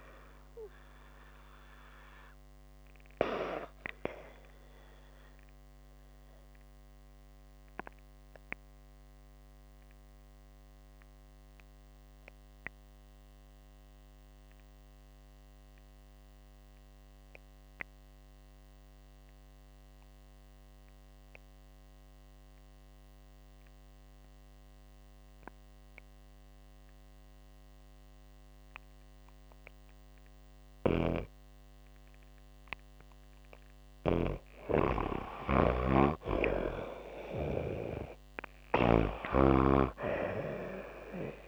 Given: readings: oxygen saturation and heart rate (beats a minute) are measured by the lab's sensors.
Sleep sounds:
breathing in sleep by a microphone on the trachea; 1
2.50-31.50 s: obstructive apnea (oxygen 96% before, 88% lowest)
24.50-35.50 s: oxygen desaturation (device-marked, oxygen 96% before, 89% lowest)
30.00-41.48 s: snoring (device-marked)
36.00-40.00 s: arousal
From the record:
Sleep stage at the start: N2 (light sleep); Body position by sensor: on the back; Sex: female

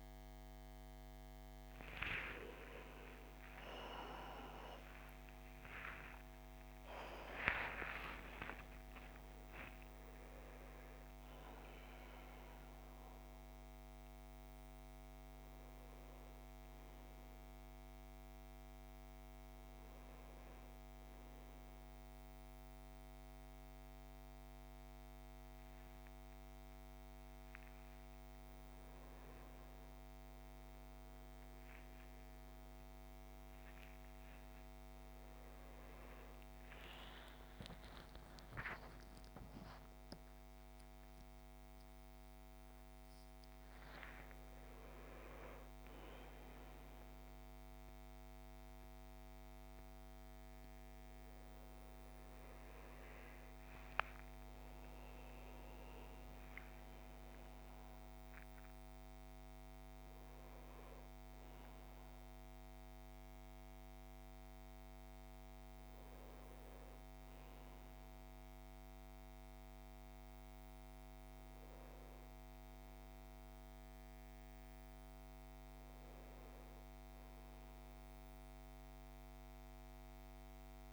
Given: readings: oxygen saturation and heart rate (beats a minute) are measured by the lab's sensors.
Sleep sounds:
a person awake in a sleep study, by a microphone on the trachea; none
50.00-80.93 s: new sleep stage, N1 (lightest sleep)
From the record:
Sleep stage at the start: awake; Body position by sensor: on the right side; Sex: male

